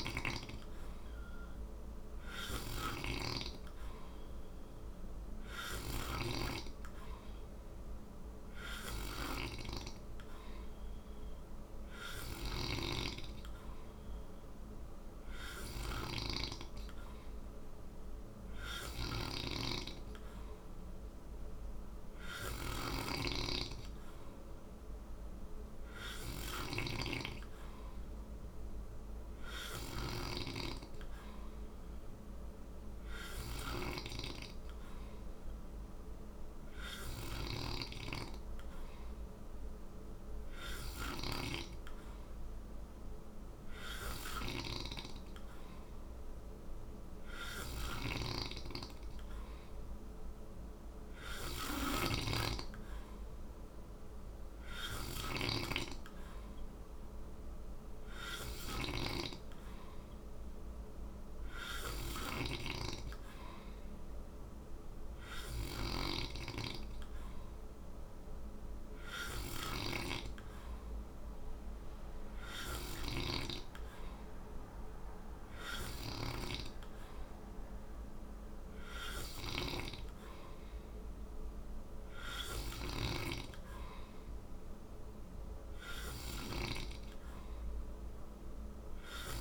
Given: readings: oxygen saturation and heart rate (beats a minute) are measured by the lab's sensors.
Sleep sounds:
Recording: breathing in sleep by a room microphone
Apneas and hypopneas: none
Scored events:
0.00-5.50 s: snoring (device-marked)
11.50-37.00 s: snoring (device-marked)
43.50-82.50 s: snoring (device-marked)
From the record:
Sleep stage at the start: N2 (light sleep)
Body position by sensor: on the right side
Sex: male

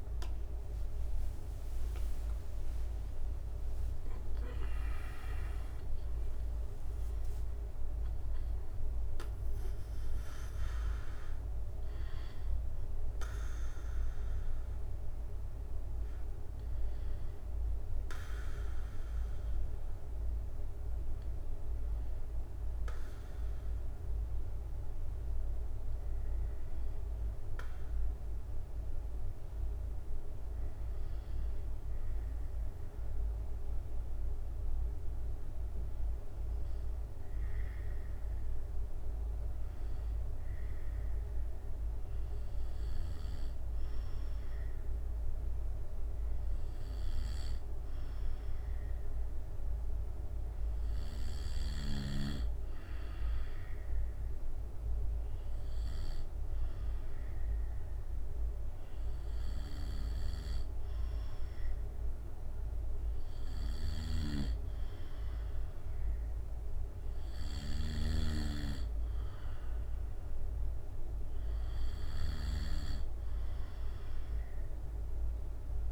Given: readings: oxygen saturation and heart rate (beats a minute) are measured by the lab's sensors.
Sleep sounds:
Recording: breathing in sleep by a room microphone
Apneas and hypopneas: 1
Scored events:
0.00-1.50 s: long interval between heartbeats (device-marked, heart rate 74 extreme)
2.00-6.50 s: arousal
2.00-17.00 s: drop in pulse transit time (device-marked, heart rate 68 before, 74 extreme)
33.50-52.00 s: hypopnea (oxygen 98% before, 96% lowest, heart rate 77 before, 66 extreme, up 3 after)
53.50-56.00 s: arousal
From the record:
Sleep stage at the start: N2 (light sleep)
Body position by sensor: on the back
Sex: male

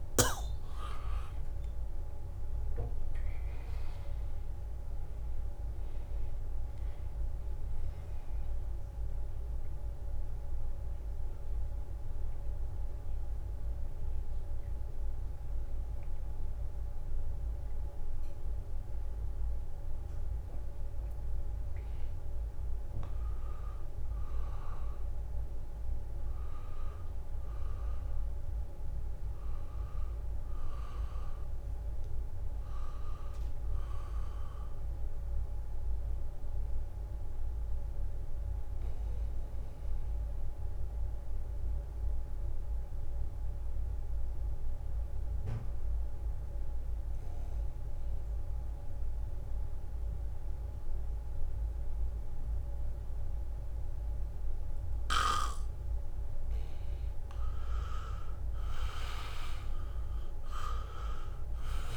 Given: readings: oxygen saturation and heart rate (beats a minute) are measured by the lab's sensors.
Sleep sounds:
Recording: breathing in sleep by a room microphone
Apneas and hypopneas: 2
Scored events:
0.00-3.00 s: arousal
0.00-23.50 s: oxygen desaturation (device-marked, oxygen 80% lowest, heart rate 67 extreme)
9.50-22.00 s: central apnea (oxygen 99% before, 80% lowest, heart rate 72 before, 72 extreme, up 4 after)
27.50-32.00 s: arousal
34.50-41.50 s: oxygen desaturation (device-marked, oxygen 99% before, 94% lowest, heart rate 80 before, 71 extreme)
37.00-57.00 s: mixed apnea (oxygen 99% before, 85% lowest, heart rate 79 before, 70 extreme, up 0 after)
57.00-58.50 s: leg movement (device-marked)
57.50-61.97 s: oxygen desaturation (device-marked, oxygen 98% before, 87% lowest, heart rate 72 before, 69 extreme)
59.50-61.97 s: arousal
From the record:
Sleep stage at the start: N2 (light sleep)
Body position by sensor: on the back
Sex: male

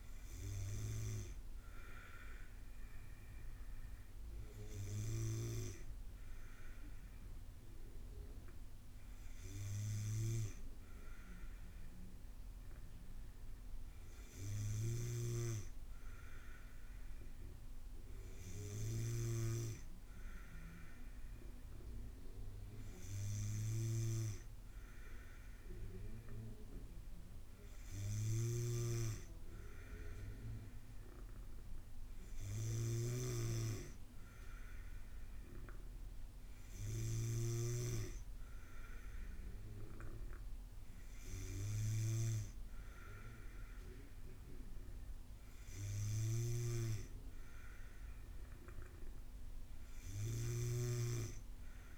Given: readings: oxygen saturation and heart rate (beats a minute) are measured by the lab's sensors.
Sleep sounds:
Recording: breathing in sleep by a room microphone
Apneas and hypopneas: none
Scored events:
14.50-37.50 s: snoring (device-marked)
46.00-51.98 s: snoring (device-marked)
From the record:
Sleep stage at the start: N2 (light sleep)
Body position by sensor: on the back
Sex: female

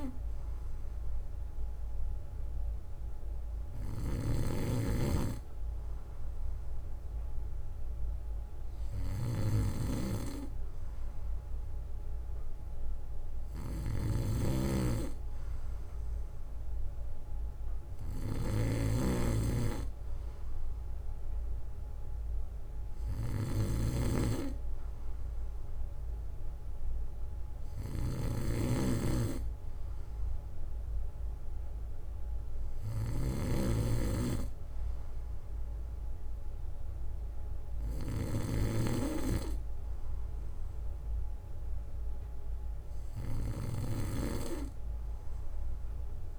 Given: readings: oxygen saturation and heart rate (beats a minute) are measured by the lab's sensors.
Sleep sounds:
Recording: breathing in sleep by a room microphone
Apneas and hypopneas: none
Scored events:
0.00-46.39 s: snoring (device-marked)
8.00-15.00 s: bradycardia (device-marked, heart rate 62 before, 48 extreme)
40.00-42.00 s: bradycardia (device-marked, heart rate 62 before, 63 extreme)
From the record:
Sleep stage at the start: N2 (light sleep)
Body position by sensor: on the back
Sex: male

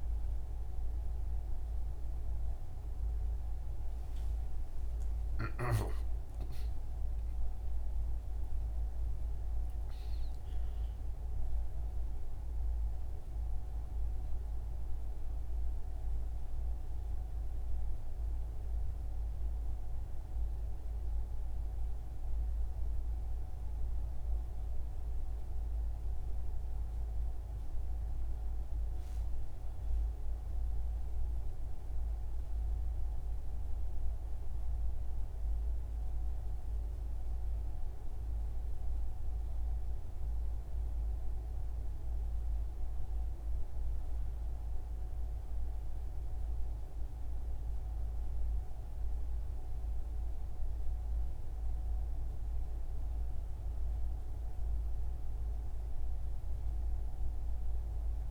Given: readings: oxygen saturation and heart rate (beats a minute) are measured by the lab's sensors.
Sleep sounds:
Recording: breathing in sleep, hard to hear, by a room microphone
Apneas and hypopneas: none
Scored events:
4.50-10.00 s: arousal
From the record:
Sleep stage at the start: N1 (lightest sleep)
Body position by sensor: on the front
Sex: male

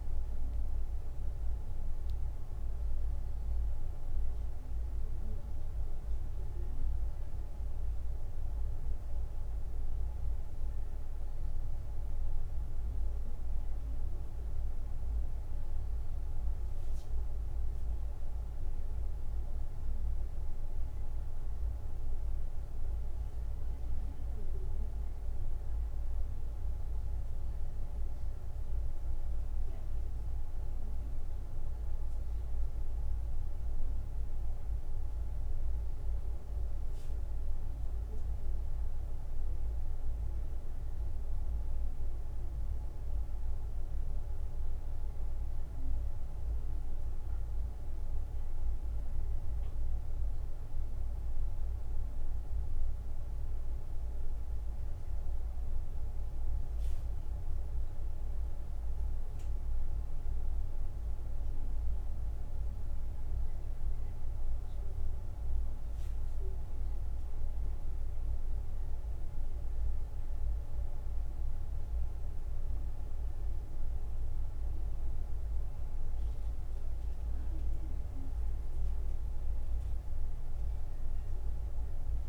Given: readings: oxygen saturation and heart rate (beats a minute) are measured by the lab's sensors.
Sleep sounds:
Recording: breathing in sleep, hard to hear, by a room microphone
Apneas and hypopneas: none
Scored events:
none scored
From the record:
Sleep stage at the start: N1 (lightest sleep)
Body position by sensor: on the back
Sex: male

